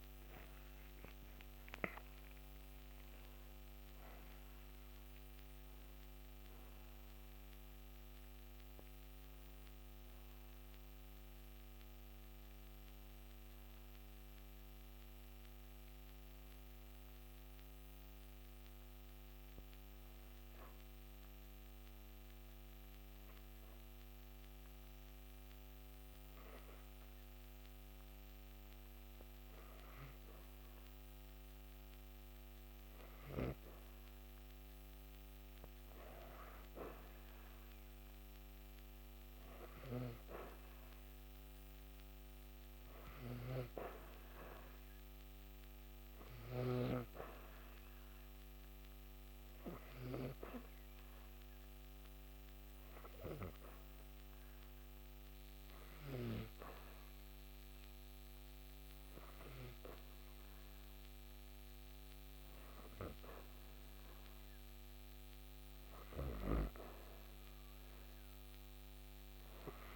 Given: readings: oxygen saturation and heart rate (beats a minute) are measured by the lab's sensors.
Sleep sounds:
breathing in sleep by a microphone on the trachea; 2
0.00-4.00 s: arousal
19.00-31.00 s: obstructive apnea (oxygen 96% before, 93% lowest, heart rate 134 before, 122 extreme, up 9 after)
31.50-34.50 s: arousal
37.00-50.00 s: oxygen desaturation (device-marked, oxygen 97% before, 93% lowest, heart rate 139 before, 125 extreme)
45.50-62.50 s: hypopnea (oxygen 97% before, 93% lowest, heart rate 133 before, 125 extreme, up 16 after)
From the record:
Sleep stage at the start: N2 (light sleep); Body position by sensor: on the back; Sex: female

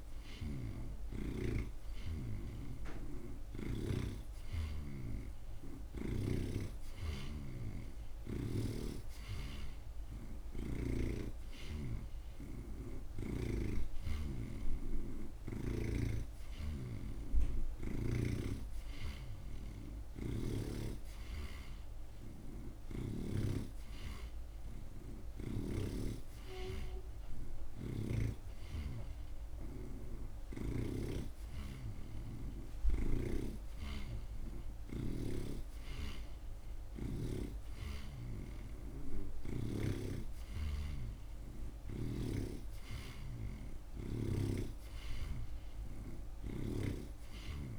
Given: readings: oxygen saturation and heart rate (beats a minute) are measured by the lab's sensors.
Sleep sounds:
breathing in sleep by a room microphone; none
5.00-11.00 s: oxygen desaturation (device-marked, oxygen 86% before, 81% lowest)
9.50-14.00 s: snoring (device-marked)
18.50-22.00 s: snoring (device-marked)
24.00-28.50 s: snoring (device-marked)
43.00-47.00 s: snoring (device-marked)
From the record:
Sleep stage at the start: N2 (light sleep); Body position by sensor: on the right side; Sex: male

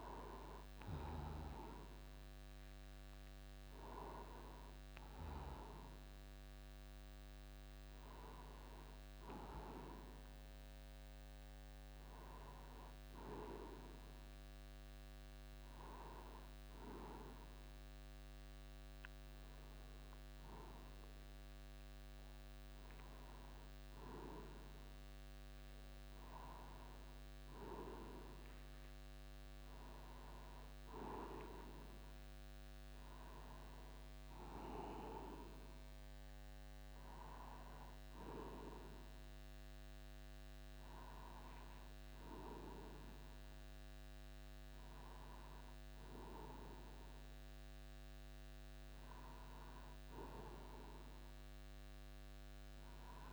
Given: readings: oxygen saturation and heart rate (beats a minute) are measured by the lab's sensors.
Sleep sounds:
a person partly awake in a sleep study, by a microphone on the trachea; none
3.50-53.33 s: new sleep stage, N1 (lightest sleep)
From the record:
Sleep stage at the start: awake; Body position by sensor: upright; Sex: male

